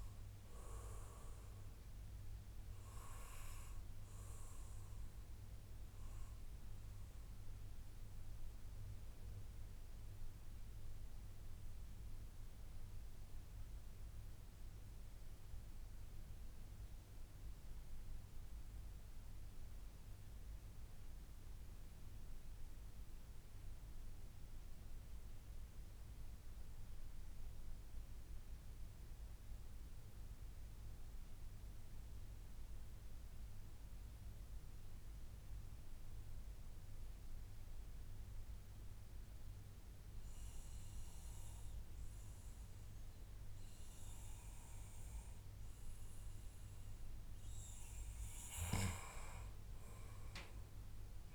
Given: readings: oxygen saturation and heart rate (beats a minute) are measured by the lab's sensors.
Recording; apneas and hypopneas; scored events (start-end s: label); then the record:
breathing in sleep, hard to hear, by a room microphone; 1
0.00-1.00 s: long interval between heartbeats (device-marked, heart rate 107 extreme)
0.00-19.50 s: oxygen desaturation (device-marked, oxygen 90% lowest, heart rate 79 extreme)
4.50-45.00 s: mixed apnea (oxygen 96% before, 91% lowest, heart rate 112 before, 79 extreme, up 22 after)
6.50-8.50 s: long interval between heartbeats (device-marked, heart rate 111 before, 92 extreme)
42.50-51.35 s: oxygen desaturation (device-marked, oxygen 98% before, 91% lowest, heart rate 110 before, 90 extreme)
48.00-51.35 s: arousal
From the record:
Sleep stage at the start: N2 (light sleep); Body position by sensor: on the back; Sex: male